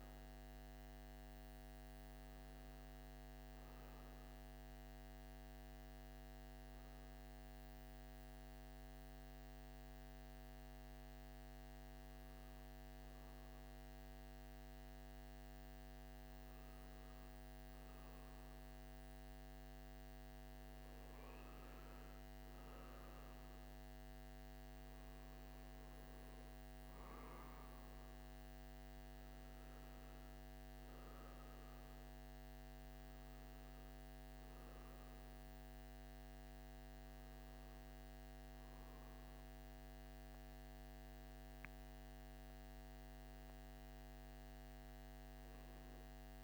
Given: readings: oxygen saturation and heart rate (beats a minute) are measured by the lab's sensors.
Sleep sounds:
a person partly awake in a sleep study, hard to hear, by a microphone on the trachea; none
21.00-46.44 s: new sleep stage, N2 (light sleep)
From the record:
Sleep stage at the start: awake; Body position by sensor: on the right side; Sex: male

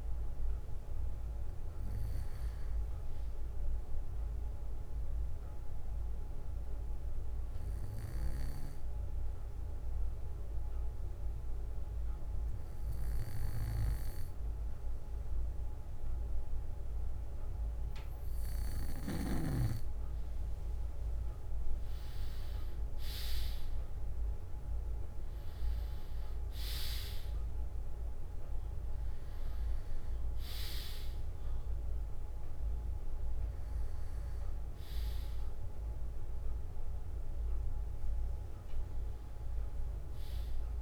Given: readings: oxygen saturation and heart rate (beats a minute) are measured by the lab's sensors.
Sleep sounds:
breathing in sleep by a room microphone; 1
4.50-18.50 s: obstructive apnea (oxygen 96% before, 93% lowest, heart rate 60 before, 58 extreme, up 3 after)
6.50-8.50 s: bradycardia (device-marked, heart rate 61 before, 60 extreme)
21.00-24.50 s: arousal
30.50-40.81 s: oxygen desaturation (device-marked, oxygen 97% before, 93% lowest, heart rate 60 before, 57 extreme)
From the record:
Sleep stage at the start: N2 (light sleep); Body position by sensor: on the back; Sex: male

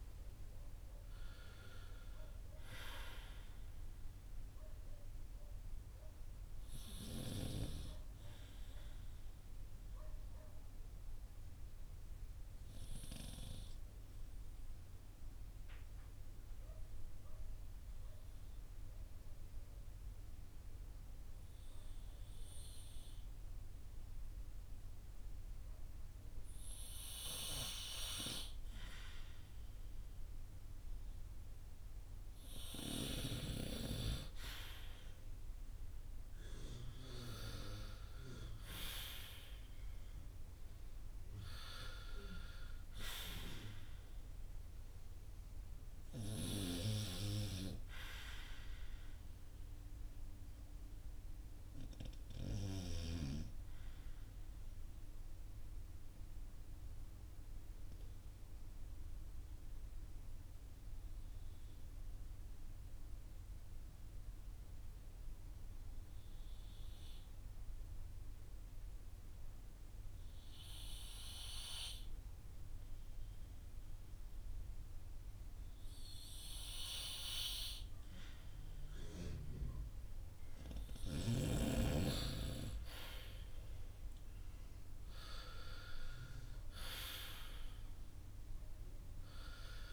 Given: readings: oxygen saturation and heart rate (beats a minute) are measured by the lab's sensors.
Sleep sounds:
breathing in sleep by a room microphone; 2
10.00-33.50 s: obstructive apnea (oxygen 95% before, 93% lowest, heart rate 53 before, 39 extreme, up 7 after)
34.50-39.50 s: arousal
54.00-77.50 s: obstructive apnea (oxygen 97% before, 93% lowest, heart rate 54 before, 39 extreme, up 19 after)
79.00-83.50 s: arousal
From the record:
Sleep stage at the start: N2 (light sleep); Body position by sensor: on the back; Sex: male

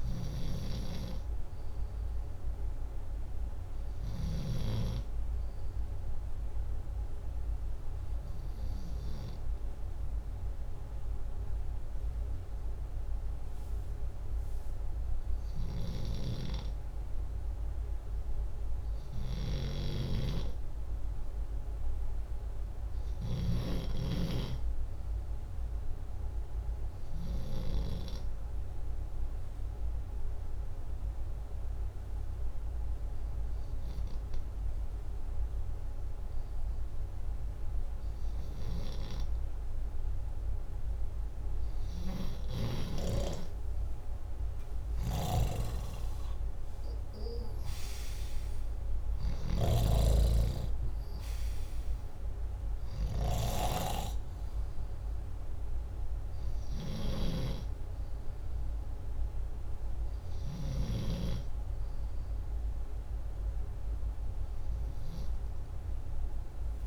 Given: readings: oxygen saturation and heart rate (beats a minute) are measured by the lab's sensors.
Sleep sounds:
breathing in sleep by a room microphone; 2
0.00-18.00 s: oxygen desaturation (device-marked, oxygen 88% lowest, heart rate 61 extreme)
4.00-15.00 s: obstructive apnea (oxygen 96% before, 88% lowest, heart rate 67 before, 61 extreme, up 4 after)
19.50-23.50 s: arousal
27.50-41.50 s: obstructive apnea (oxygen 97% before, 89% lowest, heart rate 66 before, 61 extreme, up 10 after)
33.00-62.00 s: oxygen desaturation (device-marked, oxygen 96% before, 90% lowest, heart rate 64 before, 63 extreme)
44.00-48.00 s: arousal
44.50-49.50 s: snoring (device-marked)
From the record:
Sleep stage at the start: N2 (light sleep); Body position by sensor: upright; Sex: male

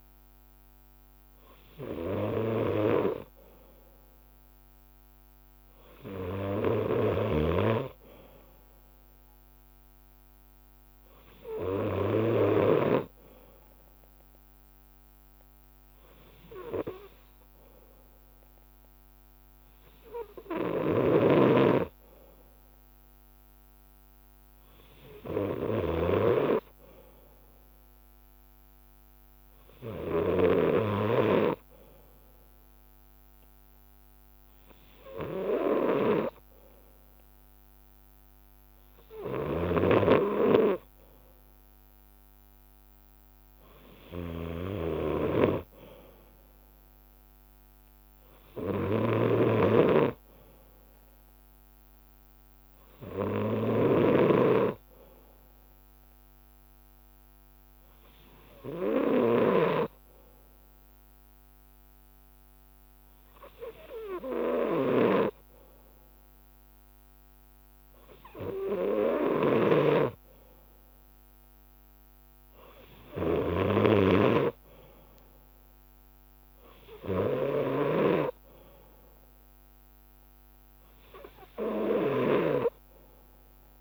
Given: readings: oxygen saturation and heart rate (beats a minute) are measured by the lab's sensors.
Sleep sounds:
breathing in sleep by a microphone on the trachea; none
0.00-5.00 s: bradycardia (device-marked, heart rate 57 extreme)
6.00-42.00 s: bradycardia (device-marked, heart rate 60 before, 58 extreme)
35.00-44.50 s: leg movement (device-marked)
48.00-55.00 s: leg movement (device-marked)
49.00-54.50 s: snoring (device-marked)
49.00-67.00 s: bradycardia (device-marked, heart rate 60 before, 58 extreme)
55.50-64.50 s: leg movement (device-marked)
68.00-83.81 s: bradycardia (device-marked, heart rate 60 before, 58 extreme)
From the record:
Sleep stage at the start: N2 (light sleep); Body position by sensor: on the left side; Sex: male

